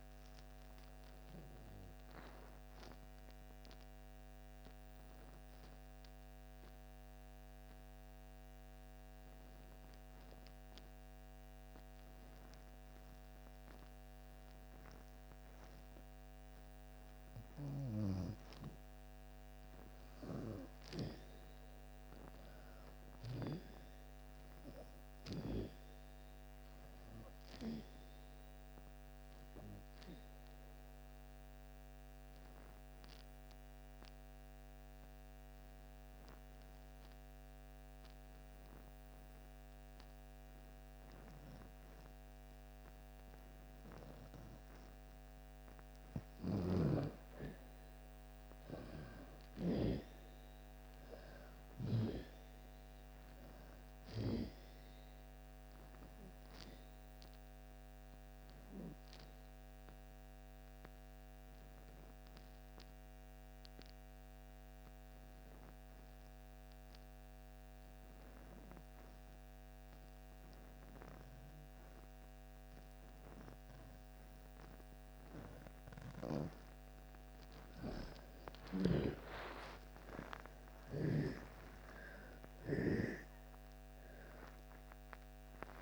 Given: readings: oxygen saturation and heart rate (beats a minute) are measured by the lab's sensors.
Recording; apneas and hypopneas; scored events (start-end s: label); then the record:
breathing in sleep by a microphone on the trachea; 3
0.00-19.00 s: oxygen desaturation (device-marked, oxygen 85% lowest)
1.00-16.50 s: obstructive apnea (oxygen 97% before, 85% lowest)
20.00-24.00 s: arousal
24.00-43.00 s: oxygen desaturation (device-marked, oxygen 97% before, 88% lowest)
29.50-45.50 s: obstructive apnea (oxygen 97% before, 83% lowest)
48.00-52.50 s: arousal
50.00-69.00 s: oxygen desaturation (device-marked, oxygen 97% before, 87% lowest)
58.00-76.50 s: obstructive apnea (oxygen 97% before, 83% lowest)
76.00-85.81 s: oxygen desaturation (device-marked, oxygen 97% before, 83% lowest)
78.00-84.00 s: arousal
From the record:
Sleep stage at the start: N2 (light sleep); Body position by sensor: on the back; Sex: female